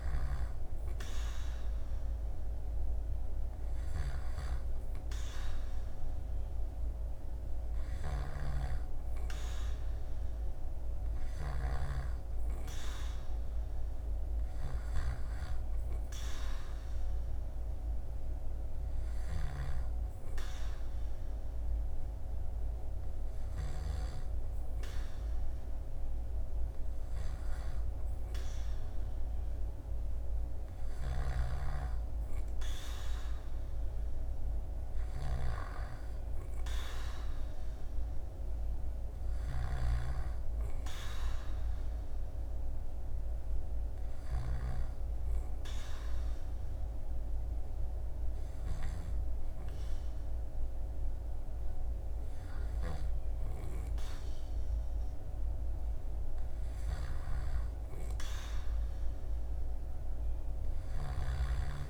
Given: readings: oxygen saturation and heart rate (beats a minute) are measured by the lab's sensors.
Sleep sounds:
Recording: breathing in sleep by a room microphone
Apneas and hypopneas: 2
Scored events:
0.00-23.50 s: snoring (device-marked)
16.50-28.50 s: hypopnea (oxygen 97% before, 95% lowest, heart rate 80 before, 77 extreme, up 2 after)
30.50-34.50 s: arousal
30.50-61.90 s: snoring (device-marked)
43.50-55.50 s: hypopnea (oxygen 96% before, 94% lowest, heart rate 80 before, 77 extreme, up 4 after)
58.50-61.90 s: arousal
From the record:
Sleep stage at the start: N2 (light sleep)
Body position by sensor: on the back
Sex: male

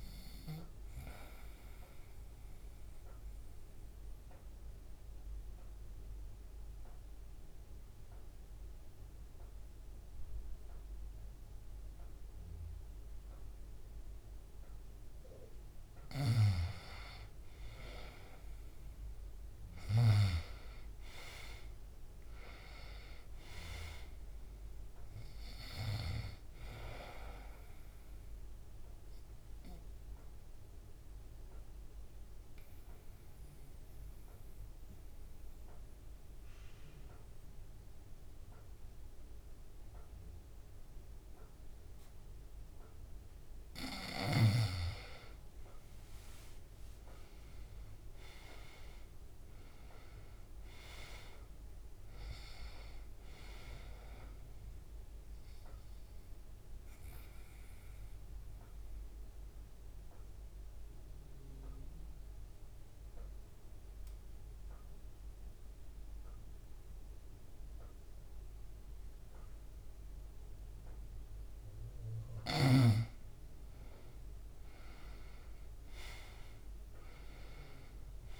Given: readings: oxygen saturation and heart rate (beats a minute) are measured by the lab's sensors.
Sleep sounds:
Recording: breathing in sleep by a room microphone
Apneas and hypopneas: 3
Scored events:
0.50-15.50 s: obstructive apnea (oxygen 98% before, 89% lowest, heart rate 142 before, 70 extreme, up 42 after)
4.50-20.50 s: oxygen desaturation (device-marked, oxygen 97% before, 89% lowest, heart rate 134 before, 48 extreme)
15.50-20.00 s: snoring (device-marked)
19.50-23.50 s: arousal
28.50-42.50 s: mixed apnea (oxygen 98% before, 89% lowest, heart rate 131 before, 38 extreme)
35.50-48.50 s: oxygen desaturation (device-marked, oxygen 96% before, 90% lowest, heart rate 126 before, 38 extreme)
40.50-44.50 s: bradycardia (device-marked, heart rate 115 before, 48 extreme)
46.50-51.00 s: arousal
55.50-70.50 s: obstructive apnea (oxygen 97% before, 89% lowest, heart rate 90 before, 60 extreme, up 25 after)
62.50-76.50 s: oxygen desaturation (device-marked, oxygen 97% before, 90% lowest, heart rate 81 before, 60 extreme)
76.00-78.39 s: arousal
From the record:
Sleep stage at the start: N2 (light sleep)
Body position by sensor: on the back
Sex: male

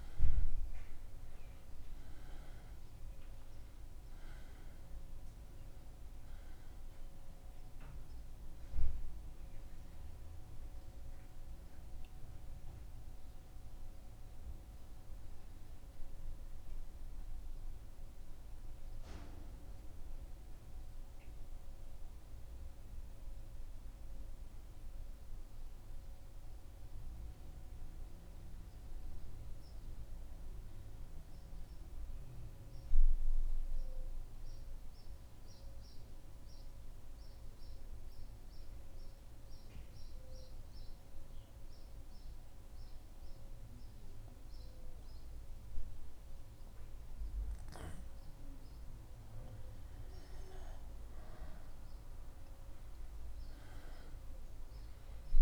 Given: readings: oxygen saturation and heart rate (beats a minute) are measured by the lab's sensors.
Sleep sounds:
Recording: breathing in sleep, hard to hear, by a room microphone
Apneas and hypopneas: 1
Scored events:
15.50-48.00 s: central apnea (oxygen 97% before, 92% lowest, heart rate 76 before, 73 extreme, up 2 after)
From the record:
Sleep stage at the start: N2 (light sleep)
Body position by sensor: on the back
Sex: male

